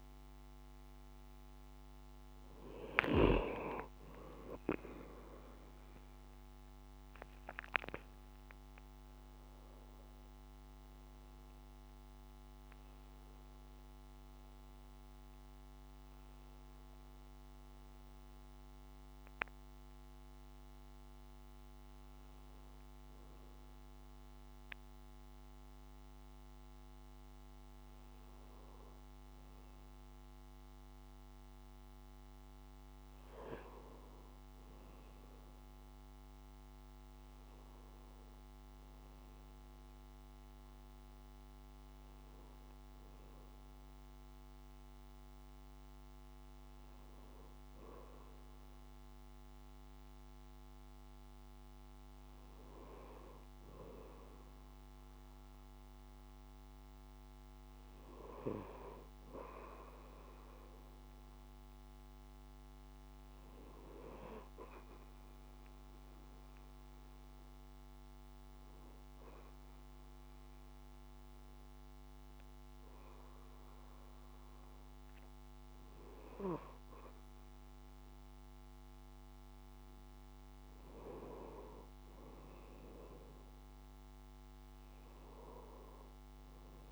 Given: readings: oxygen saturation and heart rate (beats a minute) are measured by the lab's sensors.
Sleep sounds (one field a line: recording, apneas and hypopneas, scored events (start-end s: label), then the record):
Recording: breathing in sleep by a microphone on the trachea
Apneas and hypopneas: none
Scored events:
none scored
From the record:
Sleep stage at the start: N2 (light sleep)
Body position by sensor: on the right side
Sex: male